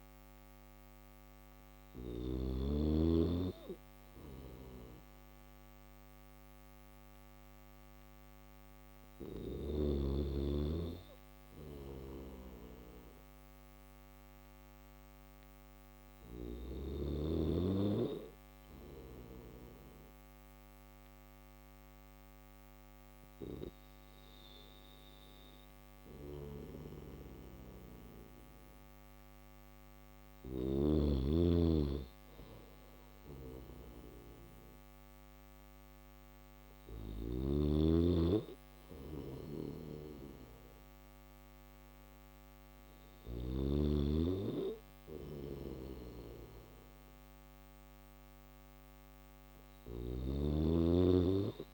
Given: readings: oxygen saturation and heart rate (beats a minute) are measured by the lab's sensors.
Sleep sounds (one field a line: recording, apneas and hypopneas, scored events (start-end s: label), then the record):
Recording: breathing in sleep by a microphone on the trachea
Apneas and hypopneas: none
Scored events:
25.00-29.50 s: snoring (device-marked)
36.00-42.50 s: snoring (device-marked)
44.50-49.00 s: snoring (device-marked)
From the record:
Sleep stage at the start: N3 (deep sleep)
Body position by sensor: on the back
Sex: male